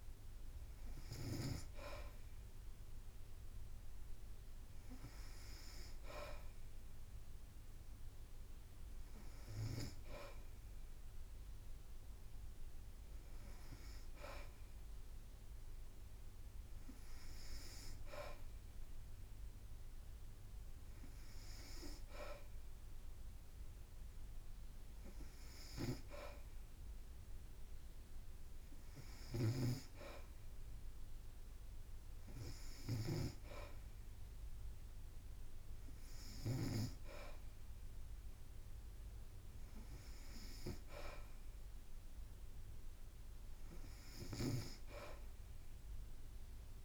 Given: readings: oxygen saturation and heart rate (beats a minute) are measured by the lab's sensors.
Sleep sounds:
breathing in sleep by a room microphone; none
29.00-36.50 s: snoring (device-marked)
44.00-46.85 s: snoring (device-marked)
From the record:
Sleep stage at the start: N2 (light sleep); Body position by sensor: on the back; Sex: female

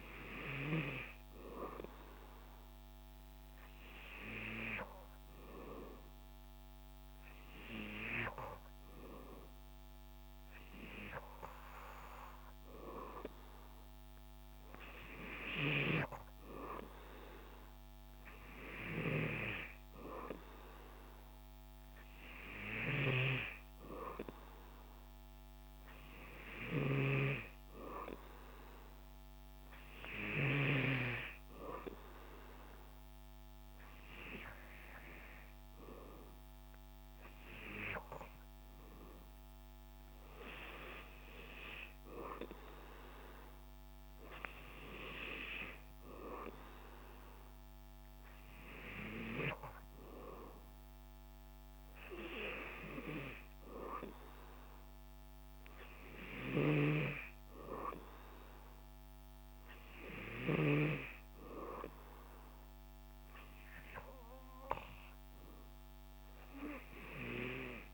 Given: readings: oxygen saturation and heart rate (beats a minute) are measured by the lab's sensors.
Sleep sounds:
breathing in sleep by a microphone on the trachea; none
none scored
From the record:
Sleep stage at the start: N3 (deep sleep); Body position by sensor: on the back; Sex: male

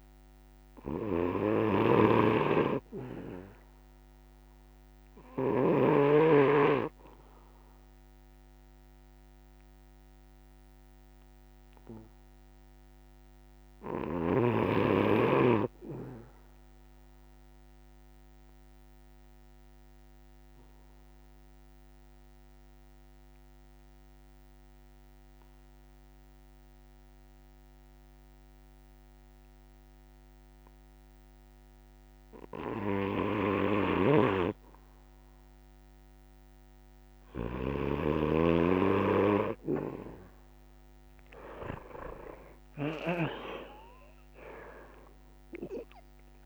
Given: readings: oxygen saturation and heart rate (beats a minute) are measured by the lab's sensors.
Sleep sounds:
breathing in sleep by a microphone on the trachea; 1
0.00-5.50 s: snoring (device-marked)
0.00-26.00 s: oxygen desaturation (device-marked, oxygen 85% lowest)
2.50-35.50 s: obstructive apnea (oxygen 99% before, 79% lowest)
33.50-46.46 s: snoring (device-marked)
34.00-46.46 s: oxygen desaturation (device-marked, oxygen 91% before, 79% lowest)
From the record:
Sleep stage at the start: N1 (lightest sleep); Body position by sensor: on the back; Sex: male

